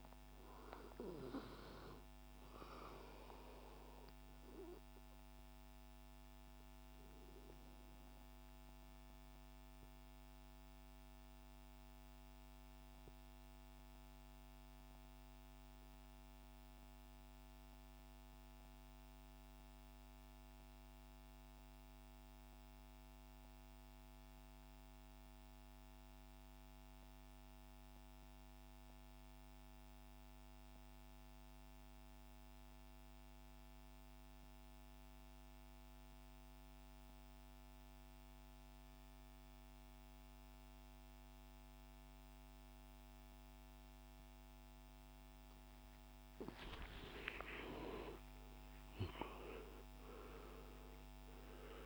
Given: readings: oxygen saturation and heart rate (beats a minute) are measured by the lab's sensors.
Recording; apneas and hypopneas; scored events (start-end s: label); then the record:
breathing in sleep by a microphone on the trachea; 1
0.00-18.00 s: oxygen desaturation (device-marked, oxygen 89% lowest, heart rate 63 extreme)
6.00-46.00 s: obstructive apnea (oxygen 98% before, 86% lowest, heart rate 68 before, 58 extreme, up 8 after)
34.00-51.85 s: oxygen desaturation (device-marked, oxygen 98% before, 86% lowest, heart rate 64 before, 58 extreme)
46.50-51.50 s: arousal
From the record:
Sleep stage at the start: N2 (light sleep); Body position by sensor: on the back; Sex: male